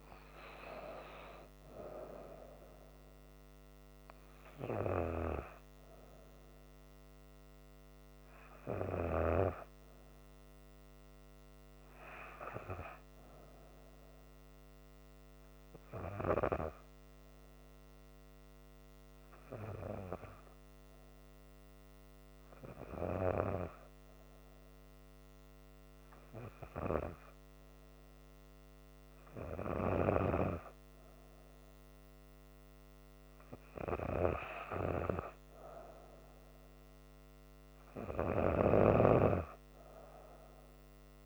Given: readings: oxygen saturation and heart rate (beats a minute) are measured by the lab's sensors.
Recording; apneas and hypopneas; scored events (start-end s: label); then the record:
breathing in sleep by a microphone on the trachea; 1
0.00-1.00 s: arousal
12.50-29.50 s: hypopnea (oxygen 97% before, 94% lowest, heart rate 67 before, 68 extreme, up 1 after)
34.50-39.00 s: arousal
From the record:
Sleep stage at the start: N2 (light sleep); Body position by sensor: on the back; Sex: female